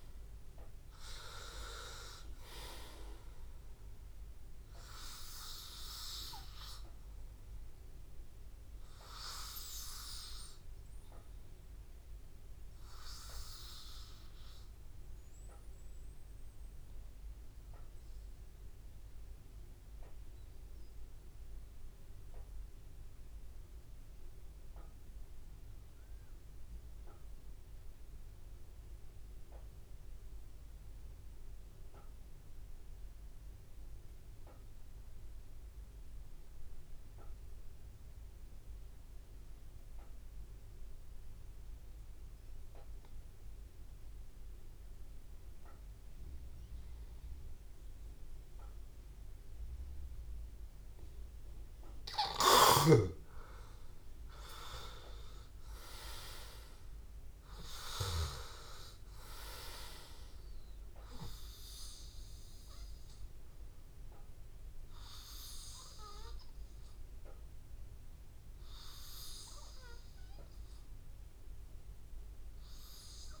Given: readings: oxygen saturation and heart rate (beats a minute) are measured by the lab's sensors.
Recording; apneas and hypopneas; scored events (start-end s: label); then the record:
breathing in sleep by a room microphone; 1
0.00-13.00 s: oxygen desaturation (device-marked, oxygen 90% lowest, heart rate 84 extreme)
14.50-42.50 s: obstructive apnea (oxygen 96% before, 91% lowest, heart rate 86 before, 82 extreme, up 0 after)
34.00-73.40 s: oxygen desaturation (device-marked, oxygen 99% before, 91% lowest, heart rate 84 before, 82 extreme)
45.50-49.00 s: arousal
67.50-71.00 s: arousal
From the record:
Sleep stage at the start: N2 (light sleep); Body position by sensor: on the back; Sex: male